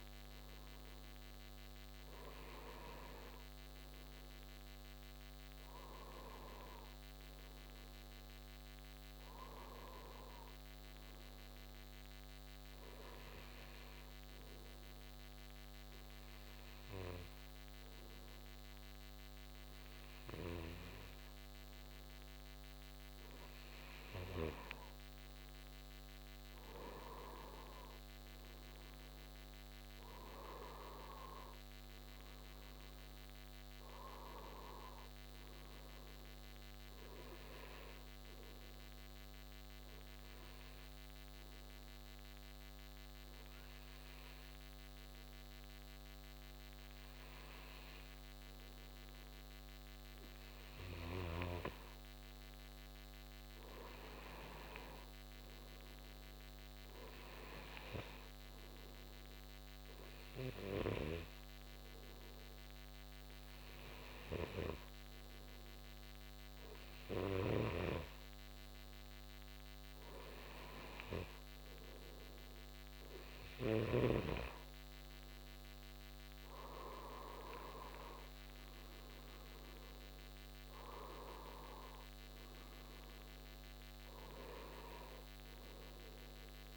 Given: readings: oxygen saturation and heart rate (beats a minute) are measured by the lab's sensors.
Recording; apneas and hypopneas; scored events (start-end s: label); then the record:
breathing in sleep by a microphone on the trachea; 2
6.00-10.50 s: arousal
14.00-25.50 s: hypopnea (oxygen 92% before, 90% lowest, heart rate 75 before, 66 extreme, up 8 after)
27.50-31.50 s: arousal
40.00-52.00 s: hypopnea (oxygen 93% before, 90% lowest, heart rate 76 before, 68 extreme, up 9 after)
54.00-58.50 s: arousal
55.00-69.00 s: oxygen desaturation (device-marked, oxygen 94% before, 90% lowest, heart rate 71 before, 65 extreme)
67.50-74.00 s: snoring (device-marked)
79.50-84.50 s: arousal
From the record:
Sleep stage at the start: N2 (light sleep); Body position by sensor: on the right side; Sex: male